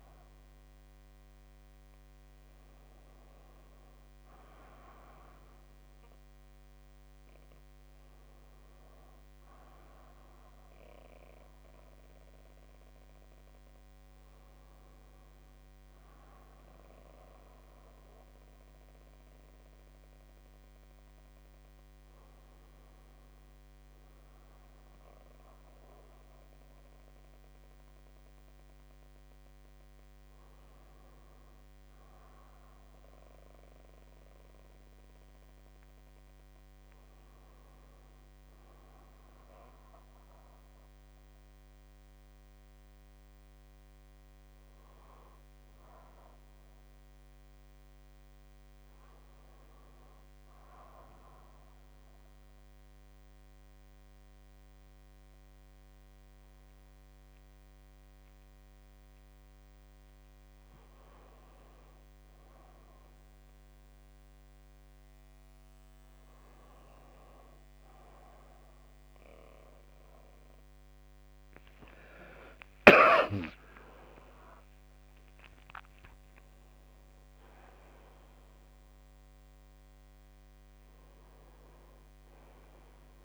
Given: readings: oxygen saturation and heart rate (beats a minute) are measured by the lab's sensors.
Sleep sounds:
breathing in sleep by a microphone on the trachea; none
4.00-27.00 s: oxygen desaturation (device-marked, oxygen 97% before, 94% lowest, heart rate 66 before, 65 extreme)
29.00-33.50 s: arousal
73.00-77.00 s: arousal
74.00-76.00 s: long interval between heartbeats (device-marked, heart rate 67 before, 77 extreme)
From the record:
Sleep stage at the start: N1 (lightest sleep); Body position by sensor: on the right side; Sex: male

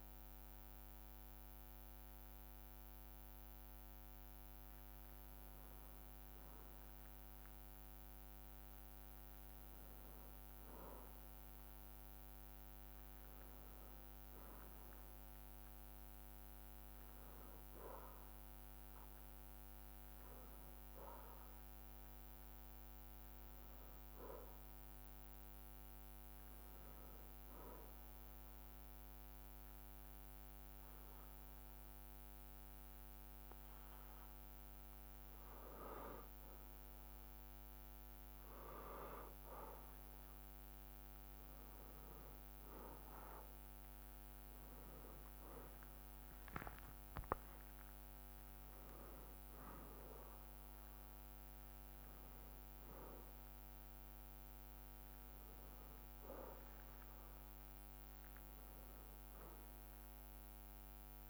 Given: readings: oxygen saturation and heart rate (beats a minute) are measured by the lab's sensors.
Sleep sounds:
breathing in sleep by a microphone on the trachea; none
0.00-11.00 s: bradycardia (device-marked, heart rate 58 extreme)
12.00-42.00 s: bradycardia (device-marked, heart rate 61 before, 56 extreme)
43.00-47.50 s: arousal
51.00-61.00 s: bradycardia (device-marked, heart rate 60 before, 58 extreme)
From the record:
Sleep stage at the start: N1 (lightest sleep); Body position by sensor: on the back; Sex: male

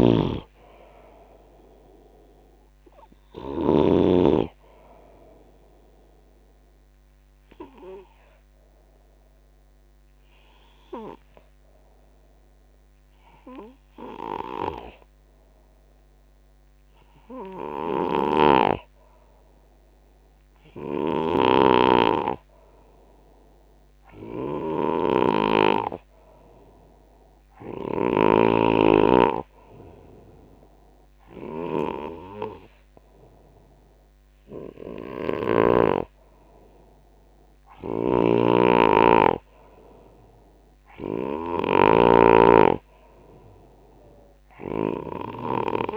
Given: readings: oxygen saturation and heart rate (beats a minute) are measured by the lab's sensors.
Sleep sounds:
breathing in sleep by a microphone on the trachea; 1
0.00-4.00 s: snoring (device-marked)
3.00-45.96 s: new sleep stage, N2 (light sleep)
6.00-18.00 s: obstructive apnea (oxygen 92% before, 89% lowest, heart rate 84 before, 65 extreme, up 14 after)
18.00-28.00 s: snoring (device-marked)
21.50-25.00 s: arousal
33.00-43.00 s: oxygen desaturation (device-marked, oxygen 97% before, 93% lowest, heart rate 77 before, 67 extreme)
37.50-45.96 s: snoring (device-marked)
From the record:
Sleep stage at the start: REM sleep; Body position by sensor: on the back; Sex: male

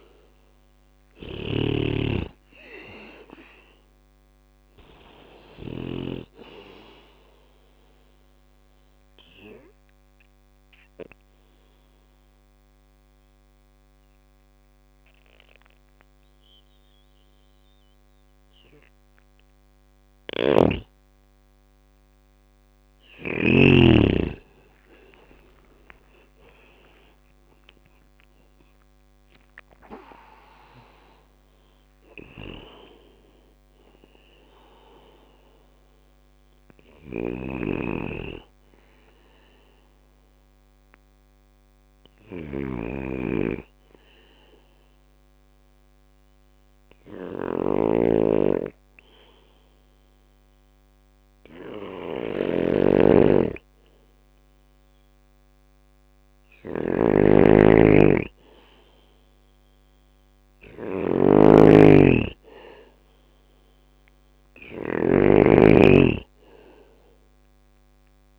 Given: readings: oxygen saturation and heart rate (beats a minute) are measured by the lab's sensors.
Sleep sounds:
breathing in sleep by a microphone on the trachea; 2
0.00-5.00 s: snoring (device-marked)
0.00-8.50 s: drop in pulse transit time (device-marked, heart rate 70 extreme)
8.00-19.50 s: obstructive apnea (oxygen 95% before, 91% lowest, heart rate 71 before, 66 extreme, up 9 after)
19.50-23.00 s: snoring (device-marked)
23.50-28.00 s: arousal
24.50-36.50 s: drop in pulse transit time (device-marked, heart rate 69 before, 71 extreme)
36.00-68.39 s: snoring (device-marked)
42.50-53.50 s: hypopnea (oxygen 97% before, 91% lowest, heart rate 73 before, 66 extreme, up 1 after)
43.50-48.50 s: oxygen desaturation (device-marked, oxygen 94% before, 91% lowest, heart rate 73 before, 66 extreme)
55.50-58.50 s: arousal
65.50-68.39 s: oxygen desaturation (device-marked, oxygen 97% before, 93% lowest, heart rate 67 before, 64 extreme)
From the record:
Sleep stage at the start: N2 (light sleep); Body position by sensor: on the back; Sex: male

